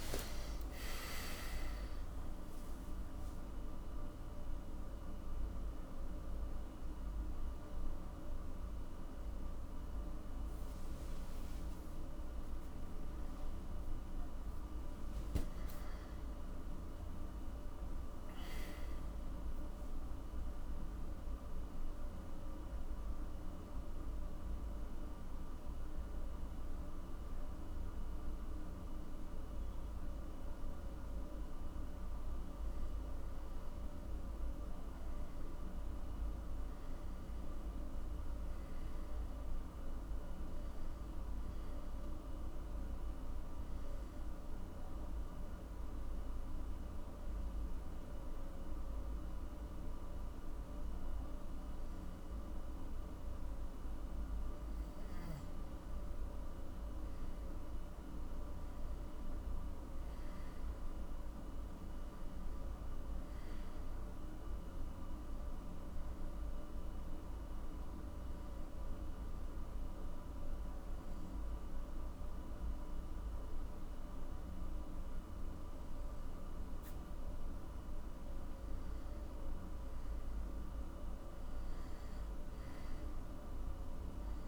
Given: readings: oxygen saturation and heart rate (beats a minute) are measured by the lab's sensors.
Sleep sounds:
breathing in sleep, hard to hear, by a room microphone; 3
0.00-1.50 s: oxygen desaturation (device-marked, oxygen 93% lowest, heart rate 57 extreme)
15.00-19.50 s: arousal
23.00-33.50 s: mixed apnea (oxygen 98% before, 95% lowest, heart rate 77 before, 46 extreme, up 8 after)
35.00-39.00 s: arousal
43.00-54.50 s: obstructive apnea (oxygen 99% before, 93% lowest, heart rate 54 before, 47 extreme, up 11 after)
43.50-56.50 s: oxygen desaturation (device-marked, oxygen 99% before, 95% lowest, heart rate 53 before, 47 extreme)
57.00-60.00 s: arousal
65.50-78.00 s: hypopnea (oxygen 99% before, 91% lowest, heart rate 52 before, 48 extreme, up 15 after)
80.00-84.00 s: arousal
From the record:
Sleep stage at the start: N2 (light sleep); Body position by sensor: on the back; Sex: male

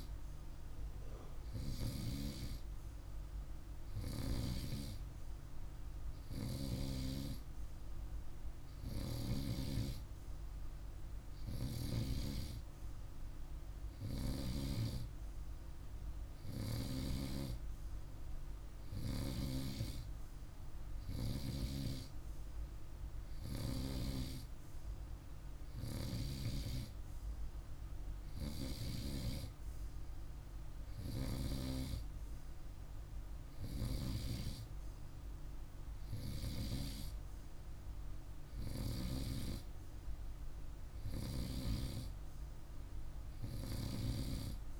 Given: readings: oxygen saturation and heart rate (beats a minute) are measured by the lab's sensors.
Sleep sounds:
breathing in sleep by a room microphone; none
none scored
From the record:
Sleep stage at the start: N2 (light sleep); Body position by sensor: on the right side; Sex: male

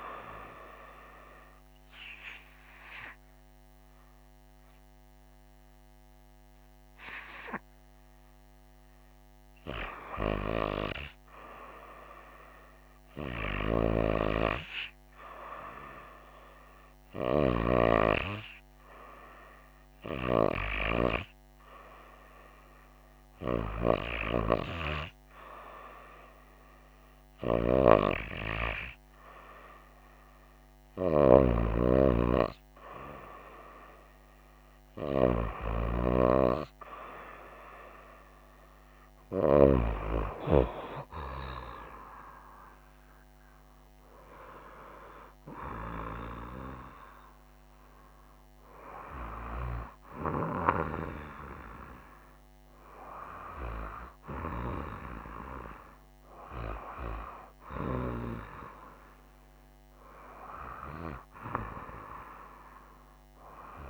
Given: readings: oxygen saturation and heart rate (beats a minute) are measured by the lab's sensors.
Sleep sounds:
breathing in sleep by a microphone on the trachea; none
34.00-63.89 s: new sleep stage, N2 (light sleep)
41.50-45.50 s: arousal
From the record:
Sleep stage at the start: REM sleep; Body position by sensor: on the right side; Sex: female

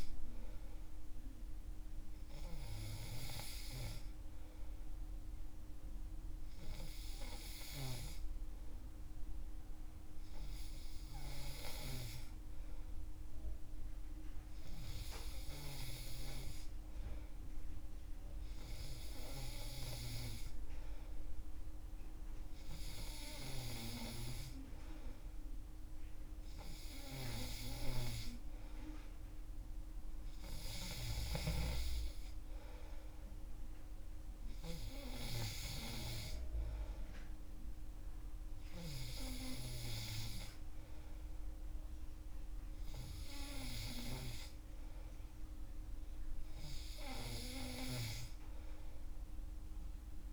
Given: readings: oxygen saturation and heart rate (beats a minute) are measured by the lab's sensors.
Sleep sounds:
breathing in sleep by a room microphone; none
none scored
From the record:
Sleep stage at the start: N3 (deep sleep); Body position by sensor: on the back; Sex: male

